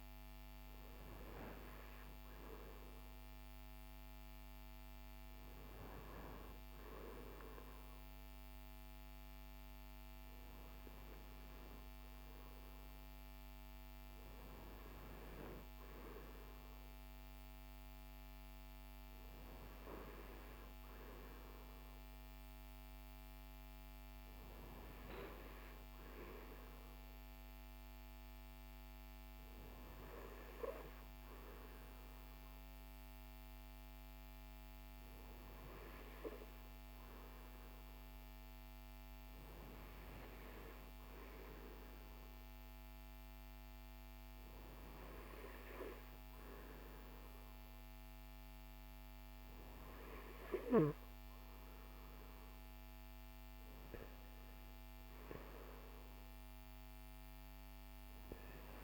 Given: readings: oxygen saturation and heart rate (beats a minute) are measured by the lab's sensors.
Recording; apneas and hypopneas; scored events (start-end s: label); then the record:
breathing in sleep by a microphone on the trachea; none
none scored
From the record:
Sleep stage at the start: N2 (light sleep); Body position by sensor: on the right side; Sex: male